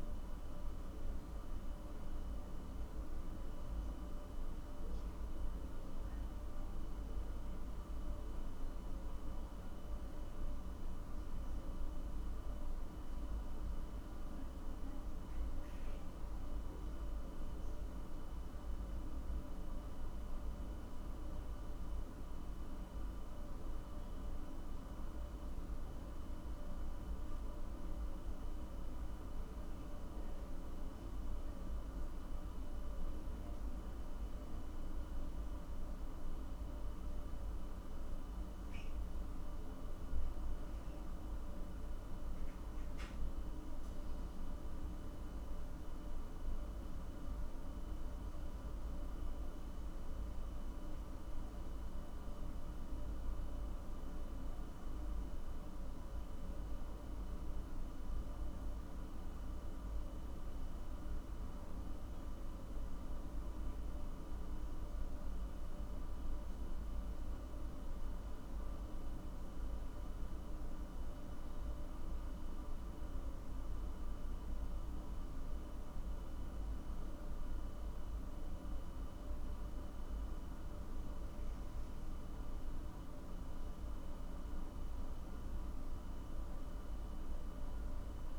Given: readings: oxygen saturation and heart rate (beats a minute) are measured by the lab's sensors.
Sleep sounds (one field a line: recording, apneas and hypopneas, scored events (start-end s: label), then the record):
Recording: a person awake in a sleep study, hard to hear, by a room microphone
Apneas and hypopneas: none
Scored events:
none scored
From the record:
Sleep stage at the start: awake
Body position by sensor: on the back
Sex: male